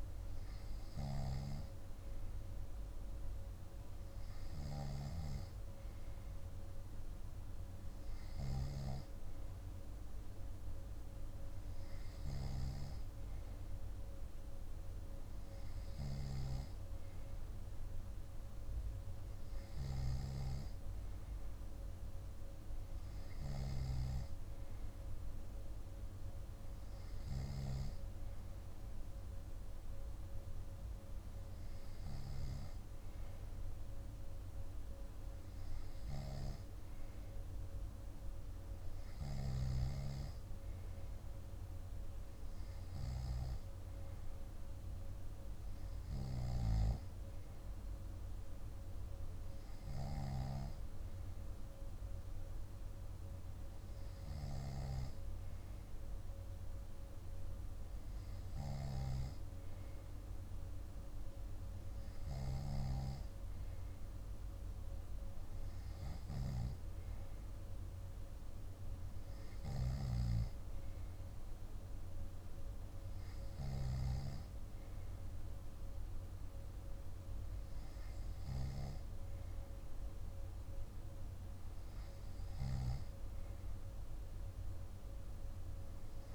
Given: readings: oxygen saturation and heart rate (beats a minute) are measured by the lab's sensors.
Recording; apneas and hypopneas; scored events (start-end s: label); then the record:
breathing in sleep by a room microphone; none
none scored
From the record:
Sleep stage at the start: N2 (light sleep); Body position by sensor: on the back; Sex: male